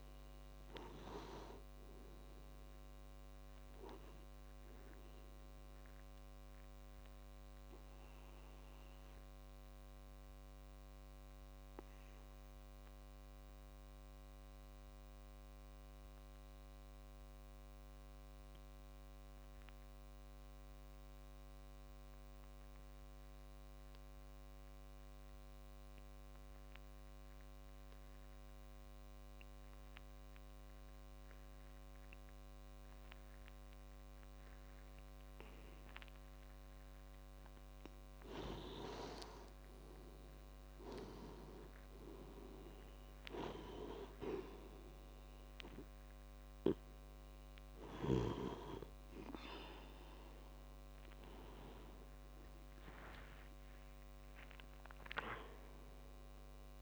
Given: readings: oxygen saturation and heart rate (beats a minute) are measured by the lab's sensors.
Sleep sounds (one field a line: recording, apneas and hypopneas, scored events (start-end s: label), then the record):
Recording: breathing in sleep by a microphone on the trachea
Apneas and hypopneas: 1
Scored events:
0.00-19.50 s: oxygen desaturation (device-marked, oxygen 87% lowest)
6.00-36.00 s: obstructive apnea (oxygen 98% before, 87% lowest)
35.50-56.82 s: oxygen desaturation (device-marked, oxygen 98% before, 89% lowest)
38.50-42.00 s: arousal
From the record:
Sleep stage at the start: N2 (light sleep)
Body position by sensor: on the back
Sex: male